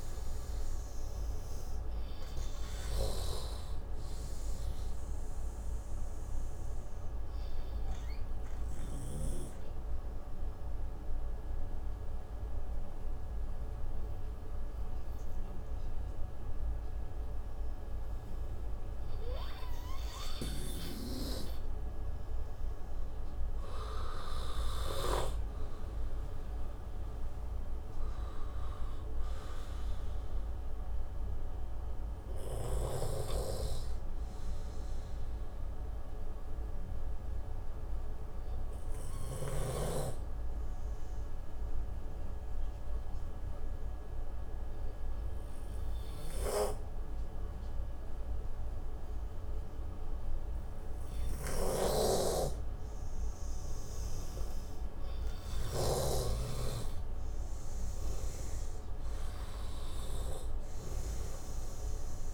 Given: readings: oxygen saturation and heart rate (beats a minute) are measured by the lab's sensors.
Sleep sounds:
breathing in sleep by a room microphone; 2
0.00-14.00 s: oxygen desaturation (device-marked, oxygen 90% lowest)
0.50-3.50 s: arousal
7.00-21.50 s: obstructive apnea (oxygen 95% before, 90% lowest)
25.50-29.00 s: arousal
36.00-54.00 s: obstructive apnea (oxygen 95% before, 91% lowest)
52.00-56.50 s: snoring (device-marked)
56.50-59.50 s: arousal
From the record:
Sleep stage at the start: N2 (light sleep); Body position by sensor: on the right side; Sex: male

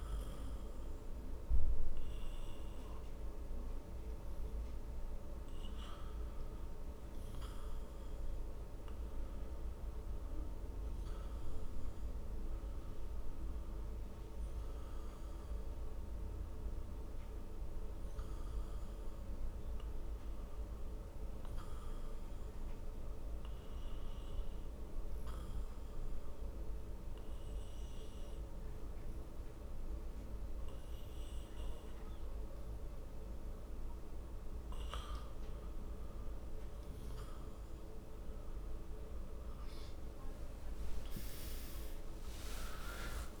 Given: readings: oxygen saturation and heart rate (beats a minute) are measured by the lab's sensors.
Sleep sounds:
breathing in sleep, hard to hear, by a room microphone; 1
20.00-34.00 s: hypopnea (oxygen 90% before, 88% lowest, heart rate 68 before, 64 extreme, up 5 after)
39.00-43.00 s: arousal
From the record:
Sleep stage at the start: N2 (light sleep); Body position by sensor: on the back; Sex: male

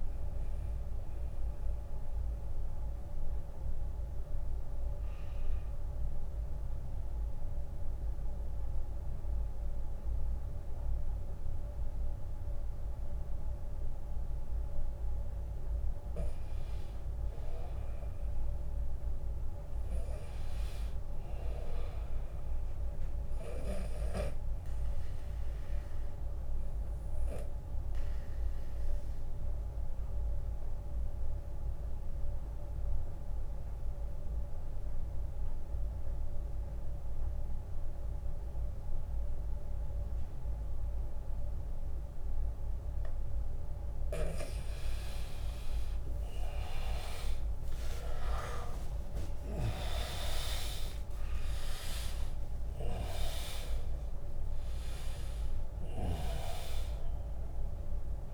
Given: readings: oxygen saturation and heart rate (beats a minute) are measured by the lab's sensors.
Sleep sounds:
breathing in sleep by a room microphone; 2
0.00-9.00 s: oxygen desaturation (device-marked, oxygen 84% lowest, heart rate 71 extreme)
2.00-14.50 s: central apnea (oxygen 100% before, 84% lowest, heart rate 85 before, 71 extreme, up 6 after)
11.50-13.50 s: long interval between heartbeats (device-marked, heart rate 82 before, 79 extreme)
17.00-20.00 s: arousal
24.00-41.00 s: oxygen desaturation (device-marked, oxygen 100% before, 95% lowest, heart rate 77 before, 74 extreme)
25.00-43.50 s: obstructive apnea (oxygen 100% before, 87% lowest, heart rate 77 before, 74 extreme, up 12 after)
45.00-49.50 s: arousal
47.00-58.34 s: drop in pulse transit time (device-marked, heart rate 81 before, 81 extreme)
47.00-58.34 s: oxygen desaturation (device-marked, oxygen 98% before, 87% lowest, heart rate 81 before, 67 extreme)
From the record:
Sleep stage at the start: N2 (light sleep); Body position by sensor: on the back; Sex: male

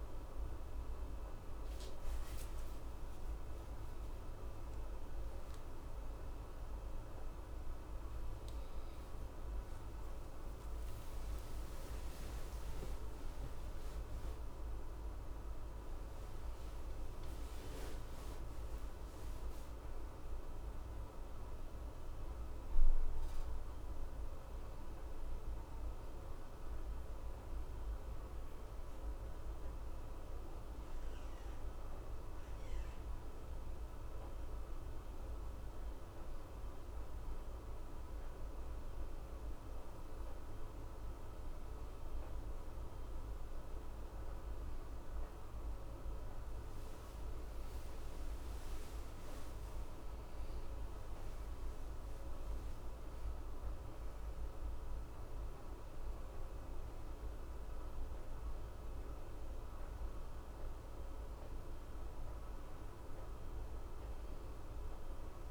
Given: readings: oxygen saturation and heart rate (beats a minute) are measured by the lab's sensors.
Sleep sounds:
a person partly awake in a sleep study, hard to hear, by a room microphone; none
5.00-65.50 s: new sleep stage, N1 (lightest sleep)
From the record:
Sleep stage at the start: awake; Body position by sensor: on the left side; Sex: male

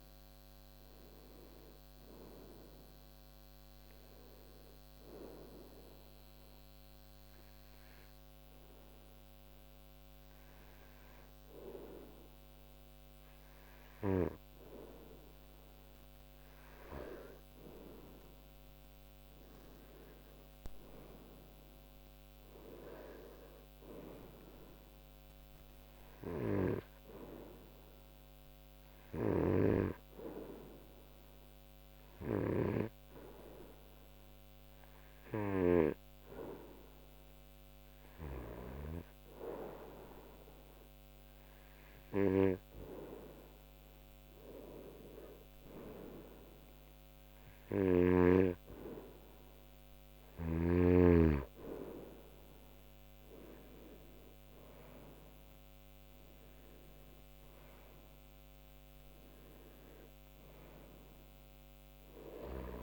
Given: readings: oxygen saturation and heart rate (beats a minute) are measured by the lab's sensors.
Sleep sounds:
breathing in sleep by a microphone on the trachea; 2
0.00-12.00 s: oxygen desaturation (device-marked, oxygen 92% lowest)
4.00-16.50 s: hypopnea (oxygen 96% before, 91% lowest)
14.50-16.50 s: long interval between heartbeats (device-marked)
19.50-24.00 s: arousal
26.50-28.50 s: long interval between heartbeats (device-marked)
29.00-31.00 s: long interval between heartbeats (device-marked)
32.50-45.00 s: hypopnea (oxygen 94% before, 90% lowest)
48.50-54.00 s: arousal
From the record:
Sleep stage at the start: N2 (light sleep); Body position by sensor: on the right side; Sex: male

